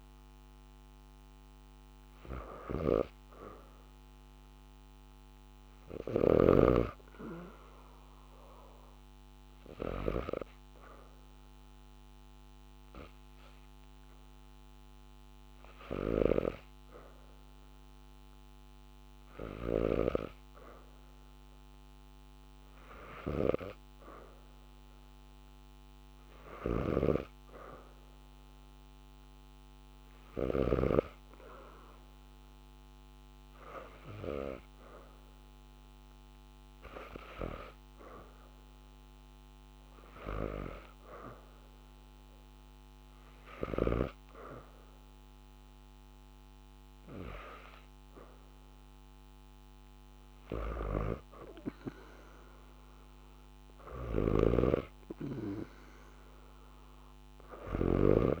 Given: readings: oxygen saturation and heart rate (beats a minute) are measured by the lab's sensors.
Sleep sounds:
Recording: breathing in sleep by a microphone on the trachea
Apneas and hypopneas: 1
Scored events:
0.00-2.00 s: arousal
2.00-6.00 s: snoring (device-marked)
5.50-16.50 s: hypopnea (oxygen 93% before, 89% lowest, heart rate 77 before, 74 extreme, up 0 after)
14.00-29.00 s: oxygen desaturation (device-marked, oxygen 93% before, 89% lowest, heart rate 76 before, 74 extreme)
18.50-21.00 s: arousal
19.00-30.50 s: snoring (device-marked)
34.00-45.00 s: oxygen desaturation (device-marked, oxygen 92% before, 89% lowest, heart rate 75 before, 78 extreme)
53.50-58.40 s: snoring (device-marked)
From the record:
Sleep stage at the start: REM sleep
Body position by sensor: on the back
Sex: female

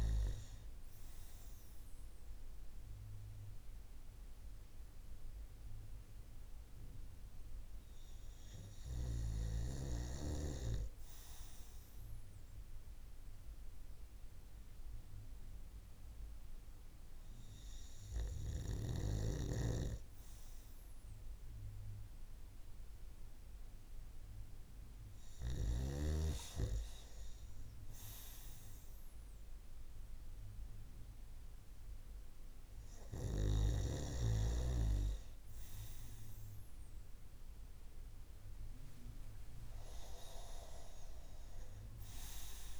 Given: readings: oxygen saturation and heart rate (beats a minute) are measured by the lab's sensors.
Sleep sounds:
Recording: breathing in sleep by a room microphone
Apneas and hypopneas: none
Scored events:
none scored
From the record:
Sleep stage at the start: N2 (light sleep)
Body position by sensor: on the right side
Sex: male

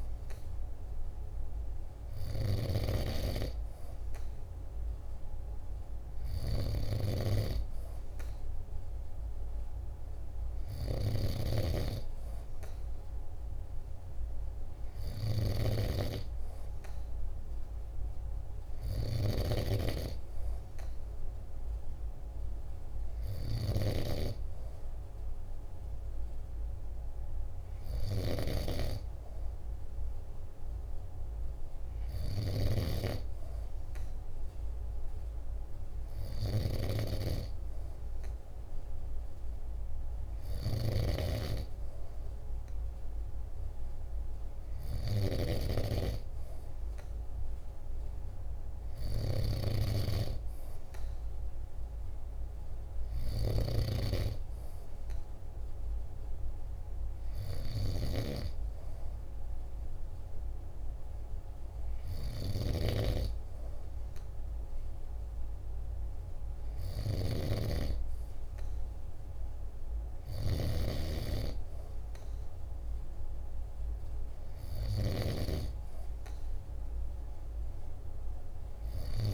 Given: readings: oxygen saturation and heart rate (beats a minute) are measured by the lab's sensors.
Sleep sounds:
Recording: breathing in sleep by a room microphone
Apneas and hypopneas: none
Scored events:
1.50-19.00 s: snoring (device-marked)
35.50-70.00 s: snoring (device-marked)
From the record:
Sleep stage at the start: N2 (light sleep)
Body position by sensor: on the back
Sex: male

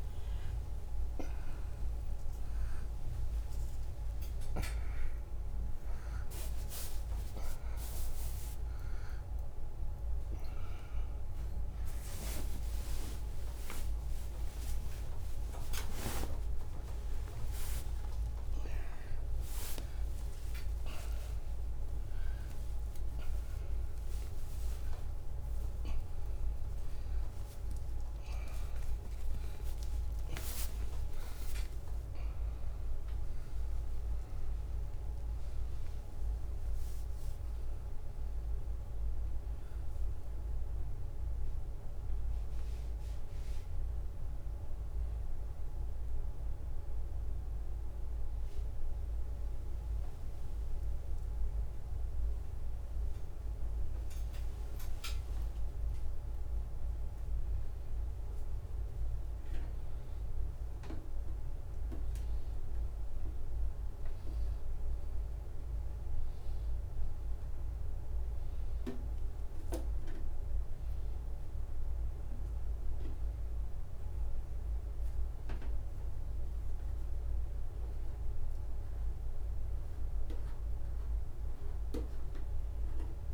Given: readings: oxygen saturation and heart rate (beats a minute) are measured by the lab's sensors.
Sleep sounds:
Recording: a person awake in a sleep study, by a room microphone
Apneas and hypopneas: none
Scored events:
0.00-4.50 s: drop in pulse transit time (device-marked, heart rate 82 extreme)
7.00-9.00 s: long interval between heartbeats (device-marked, heart rate 83 before, 94 extreme)
9.50-34.50 s: tachycardia (device-marked, heart rate 78 before, 174 extreme)
12.50-14.50 s: long interval between heartbeats (device-marked, heart rate 88 before, 115 extreme)
14.50-16.50 s: long interval between heartbeats (device-marked, heart rate 92 before, 134 extreme)
17.00-19.00 s: long interval between heartbeats (device-marked, heart rate 97 before, 169 extreme)
17.50-21.50 s: drop in pulse transit time (device-marked, heart rate 101 before, 143 extreme)
20.00-22.00 s: long interval between heartbeats (device-marked, heart rate 109 before, 143 extreme)
31.50-33.50 s: long interval between heartbeats (device-marked, heart rate 132 before, 162 extreme)
37.50-40.50 s: drop in pulse transit time (device-marked, heart rate 135 before, 91 extreme)
44.50-59.50 s: drop in pulse transit time (device-marked, heart rate 118 before, 91 extreme)
48.50-55.50 s: tachycardia (device-marked, heart rate 81 before, 110 extreme)
55.00-57.00 s: long interval between heartbeats (device-marked, heart rate 97 before, 110 extreme)
76.00-78.00 s: long interval between heartbeats (device-marked, heart rate 94 before, 89 extreme)
From the record:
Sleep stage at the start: awake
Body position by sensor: upright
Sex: male

